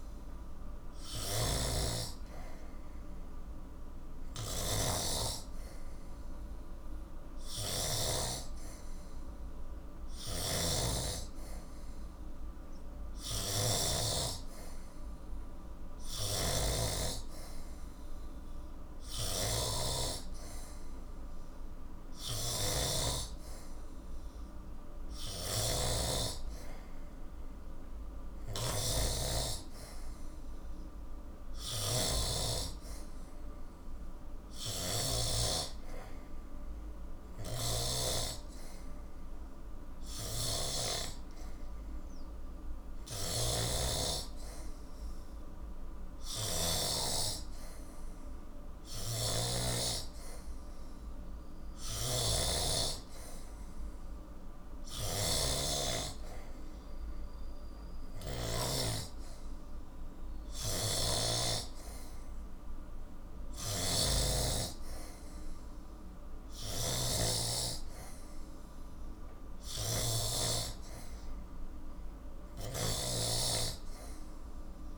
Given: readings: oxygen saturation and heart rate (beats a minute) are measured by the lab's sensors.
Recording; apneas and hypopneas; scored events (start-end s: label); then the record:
breathing in sleep by a room microphone; none
0.00-8.00 s: snoring (device-marked)
10.00-35.00 s: snoring (device-marked)
37.00-49.50 s: snoring (device-marked)
51.50-58.50 s: snoring (device-marked)
60.50-74.98 s: snoring (device-marked)
From the record:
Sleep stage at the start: N2 (light sleep); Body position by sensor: on the back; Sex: male